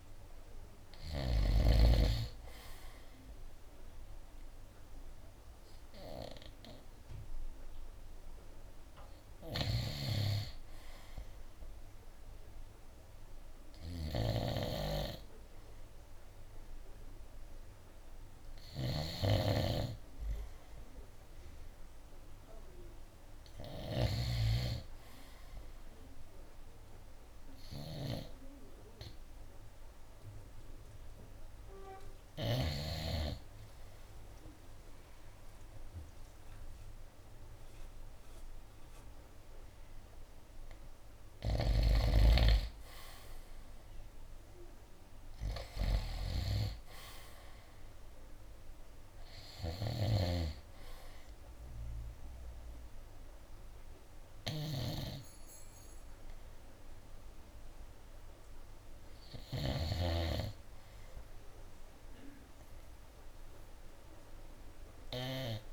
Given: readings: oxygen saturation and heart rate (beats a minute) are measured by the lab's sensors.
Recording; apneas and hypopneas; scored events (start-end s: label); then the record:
breathing in sleep by a room microphone; none
0.00-1.50 s: snoring (device-marked)
0.00-9.50 s: oxygen desaturation (device-marked, oxygen 91% lowest, heart rate 68 extreme)
9.50-24.50 s: snoring (device-marked)
47.50-63.50 s: oxygen desaturation (device-marked, oxygen 94% before, 89% lowest, heart rate 70 before, 65 extreme)
50.00-60.00 s: snoring (device-marked)
From the record:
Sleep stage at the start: N2 (light sleep); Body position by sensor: on the right side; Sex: male